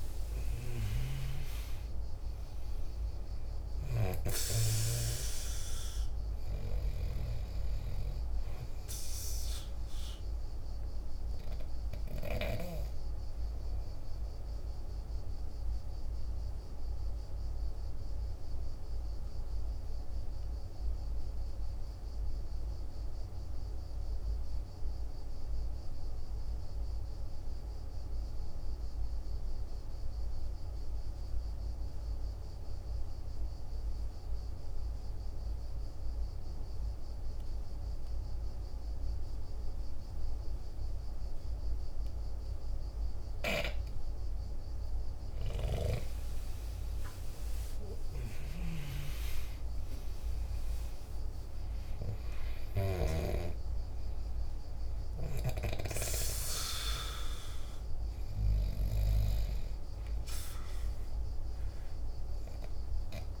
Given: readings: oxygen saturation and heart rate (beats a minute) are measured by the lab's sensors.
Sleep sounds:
breathing in sleep by a room microphone; 1
0.00-23.50 s: oxygen desaturation (device-marked, oxygen 88% lowest, heart rate 48 extreme)
15.50-44.00 s: obstructive apnea (oxygen 98% before, 86% lowest, heart rate 55 before, 48 extreme, up 13 after)
41.50-63.40 s: oxygen desaturation (device-marked, oxygen 99% before, 86% lowest, heart rate 49 before, 48 extreme)
46.50-51.00 s: arousal
From the record:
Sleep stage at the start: N2 (light sleep); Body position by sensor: on the back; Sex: male

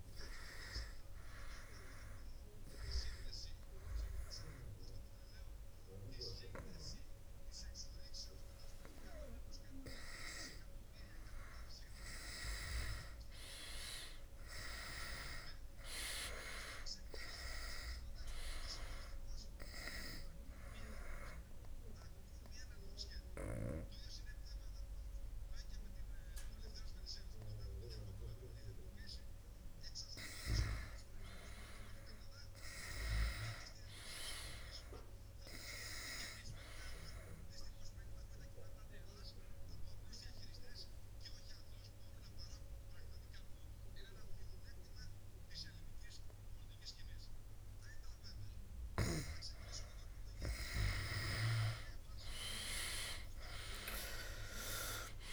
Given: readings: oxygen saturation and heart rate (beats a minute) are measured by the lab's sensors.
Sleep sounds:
breathing in sleep by a room microphone; 3
0.00-13.50 s: oxygen desaturation (device-marked, oxygen 91% lowest, heart rate 67 extreme)
1.50-11.50 s: obstructive apnea (oxygen 96% before, 89% lowest, heart rate 72 before, 67 extreme, up 1 after)
13.50-17.00 s: arousal
21.00-31.50 s: obstructive apnea (oxygen 96% before, 87% lowest, heart rate 72 before, 67 extreme, up 1 after)
22.50-36.50 s: oxygen desaturation (device-marked, oxygen 95% before, 91% lowest, heart rate 72 before, 67 extreme)
33.00-36.00 s: arousal
38.00-49.50 s: obstructive apnea (oxygen 96% before, 86% lowest, heart rate 70 before, 68 extreme, up 2 after)
38.50-51.50 s: oxygen desaturation (device-marked, oxygen 97% before, 91% lowest, heart rate 70 before, 68 extreme)
From the record:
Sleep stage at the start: N2 (light sleep); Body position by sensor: on the back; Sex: male

